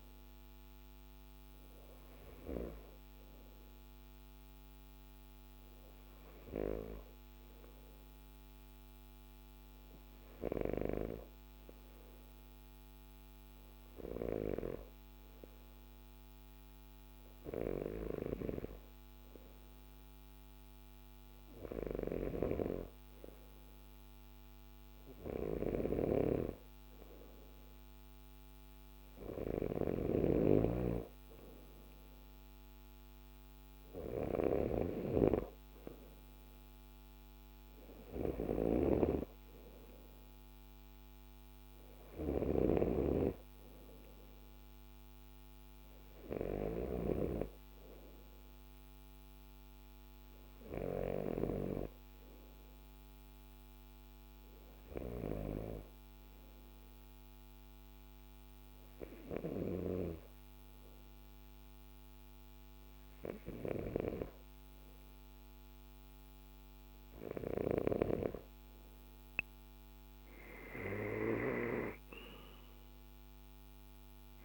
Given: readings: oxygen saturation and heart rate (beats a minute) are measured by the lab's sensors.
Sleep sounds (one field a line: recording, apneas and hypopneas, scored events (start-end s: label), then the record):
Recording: breathing in sleep by a microphone on the trachea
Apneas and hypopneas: 1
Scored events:
56.50-67.50 s: hypopnea (oxygen 95% before, 93% lowest, heart rate 54 before, 52 extreme, up 4 after)
69.50-73.50 s: arousal
From the record:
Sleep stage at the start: N2 (light sleep)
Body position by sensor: on the left side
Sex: male